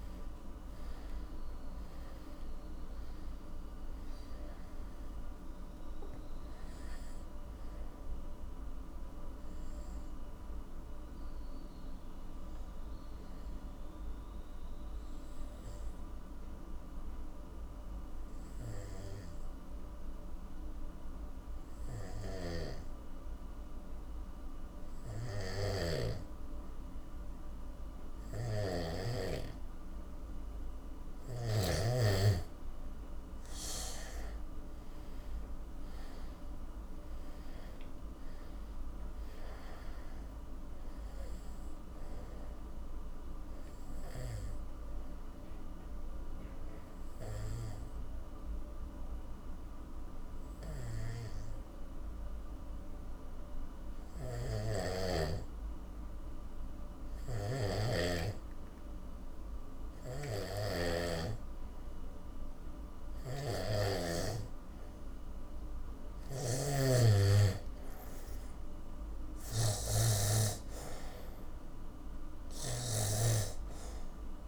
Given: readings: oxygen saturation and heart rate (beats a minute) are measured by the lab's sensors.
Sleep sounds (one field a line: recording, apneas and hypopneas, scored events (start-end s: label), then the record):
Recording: breathing in sleep by a room microphone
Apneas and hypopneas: 2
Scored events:
0.00-1.00 s: arousal
0.00-21.50 s: oxygen desaturation (device-marked, oxygen 87% lowest, heart rate 52 extreme)
11.00-31.50 s: obstructive apnea (oxygen 97% before, 87% lowest, heart rate 63 before, 48 extreme, up 18 after)
22.00-29.00 s: snoring (device-marked)
32.50-57.50 s: oxygen desaturation (device-marked, oxygen 98% before, 87% lowest, heart rate 55 before, 48 extreme)
34.00-37.50 s: arousal
43.50-55.50 s: hypopnea (oxygen 98% before, 87% lowest, heart rate 61 before, 49 extreme, up 8 after)
50.50-74.48 s: snoring (device-marked)
60.00-63.00 s: arousal
63.50-74.48 s: oxygen desaturation (device-marked, oxygen 97% before, 87% lowest, heart rate 53 before, 57 extreme)
From the record:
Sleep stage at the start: N2 (light sleep)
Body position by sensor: on the back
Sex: male